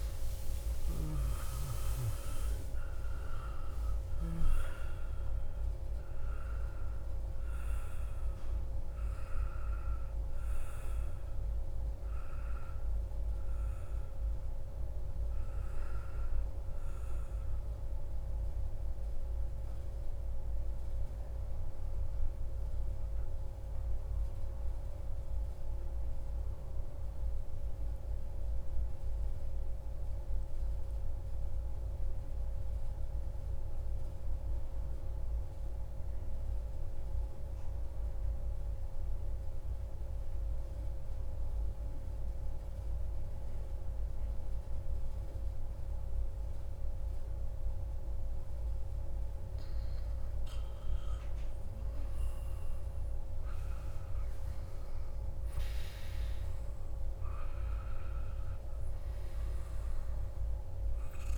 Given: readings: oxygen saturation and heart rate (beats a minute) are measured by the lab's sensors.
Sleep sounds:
breathing in sleep, hard to hear, by a room microphone; 1
0.00-19.50 s: oxygen desaturation (device-marked, oxygen 91% lowest)
17.00-47.50 s: central apnea (oxygen 96% before, 93% lowest)
49.00-52.50 s: arousal
49.50-61.38 s: oxygen desaturation (device-marked, oxygen 97% before, 93% lowest)
From the record:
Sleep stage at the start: N2 (light sleep); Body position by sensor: on the back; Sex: male

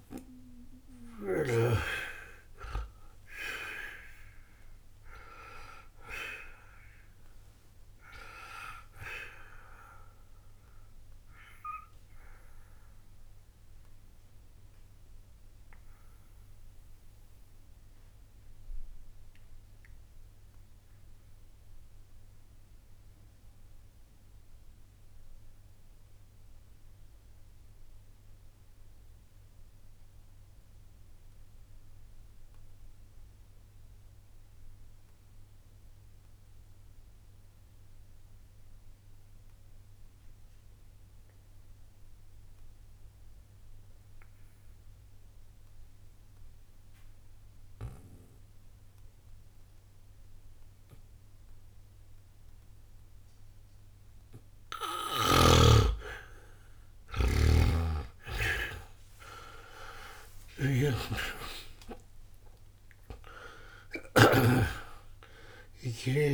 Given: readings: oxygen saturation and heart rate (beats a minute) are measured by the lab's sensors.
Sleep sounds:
breathing in sleep by a room microphone; 1
0.00-27.00 s: oxygen desaturation (device-marked, oxygen 77% lowest, heart rate 60 extreme)
8.50-55.00 s: mixed apnea (oxygen 95% before, 77% lowest, heart rate 87 before, 60 extreme, up 0 after)
49.00-66.34 s: oxygen desaturation (device-marked, oxygen 99% before, 78% lowest, heart rate 60 before, 59 extreme)
55.00-64.50 s: snoring (device-marked)
57.50-61.00 s: arousal
From the record:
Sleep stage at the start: N2 (light sleep); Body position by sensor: on the back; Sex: male

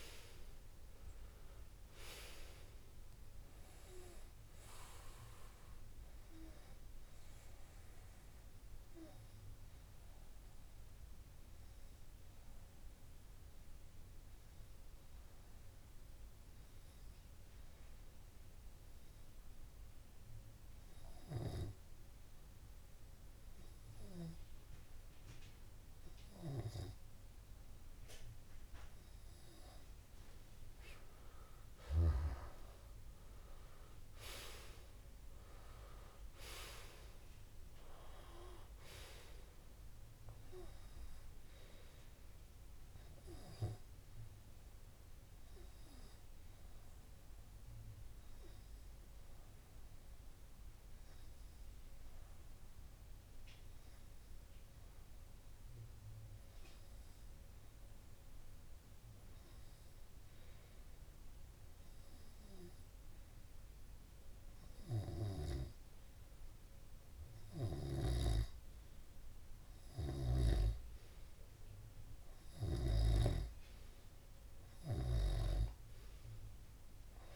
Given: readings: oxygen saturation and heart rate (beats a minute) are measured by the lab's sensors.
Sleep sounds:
breathing in sleep by a room microphone; 2
7.50-29.00 s: obstructive apnea (oxygen 98% before, 95% lowest)
31.00-35.00 s: arousal
43.50-71.00 s: hypopnea (oxygen 98% before, 95% lowest)
From the record:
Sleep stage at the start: N2 (light sleep); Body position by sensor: on the back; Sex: male

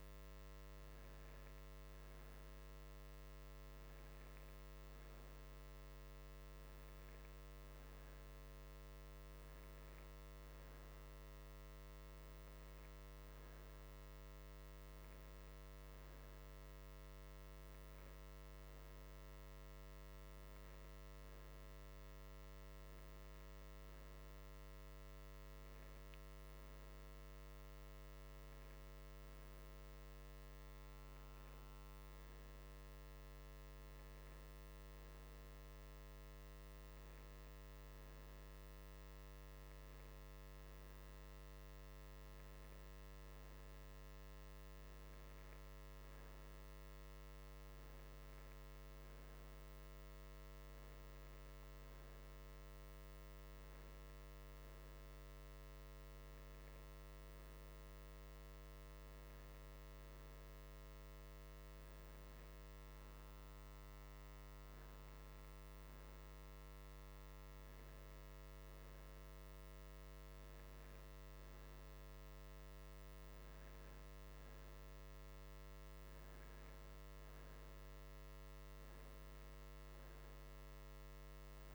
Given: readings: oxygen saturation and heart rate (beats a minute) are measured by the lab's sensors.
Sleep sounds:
breathing in sleep, hard to hear, by a microphone on the trachea; none
none scored
From the record:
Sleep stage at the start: N2 (light sleep); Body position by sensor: on the right side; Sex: male

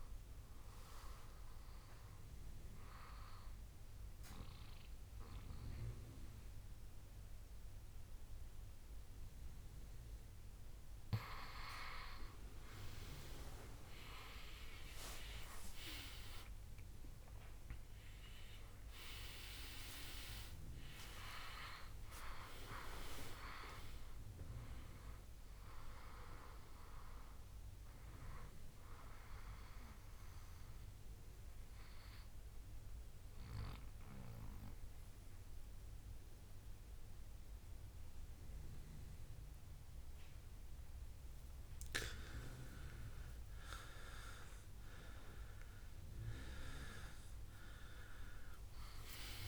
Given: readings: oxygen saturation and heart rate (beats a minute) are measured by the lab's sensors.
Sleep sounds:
breathing in sleep by a room microphone; 2
2.00-13.00 s: obstructive apnea (oxygen 96% before, 93% lowest, heart rate 74 before, 62 extreme, up 16 after)
18.00-49.48 s: new sleep stage, N2 (light sleep)
18.50-22.00 s: arousal
32.00-42.50 s: mixed apnea (oxygen 97% before, 93% lowest, heart rate 76 before, 62 extreme, up 11 after)
From the record:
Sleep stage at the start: N1 (lightest sleep); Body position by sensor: on the back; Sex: male

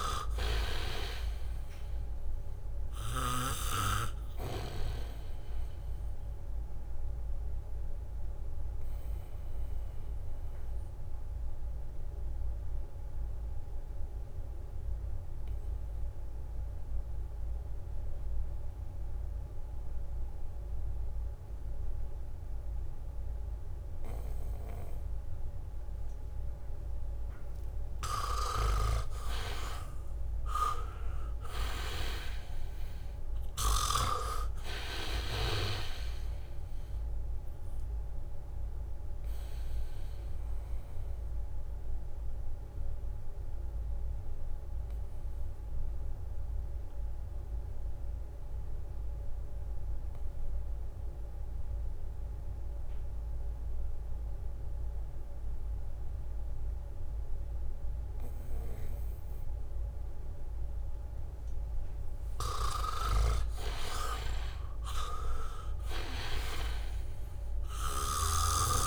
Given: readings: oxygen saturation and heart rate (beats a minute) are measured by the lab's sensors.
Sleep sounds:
breathing in sleep by a room microphone; 2
0.00-17.00 s: oxygen desaturation (device-marked, oxygen 79% lowest, heart rate 70 extreme)
6.00-26.50 s: obstructive apnea (oxygen 99% before, 79% lowest, heart rate 73 before, 70 extreme, up 5 after)
28.00-51.00 s: oxygen desaturation (device-marked, oxygen 99% before, 81% lowest, heart rate 75 before, 71 extreme)
29.00-33.00 s: arousal
29.00-34.50 s: snoring (device-marked)
39.00-61.00 s: obstructive apnea (oxygen 99% before, 81% lowest, heart rate 74 before, 71 extreme, up 2 after)
59.00-68.87 s: oxygen desaturation (device-marked, oxygen 99% before, 81% lowest, heart rate 78 before, 72 extreme)
62.50-66.50 s: leg movement (device-marked)
63.50-68.87 s: snoring (device-marked)
64.00-67.50 s: arousal
From the record:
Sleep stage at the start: N2 (light sleep); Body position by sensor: on the back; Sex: male

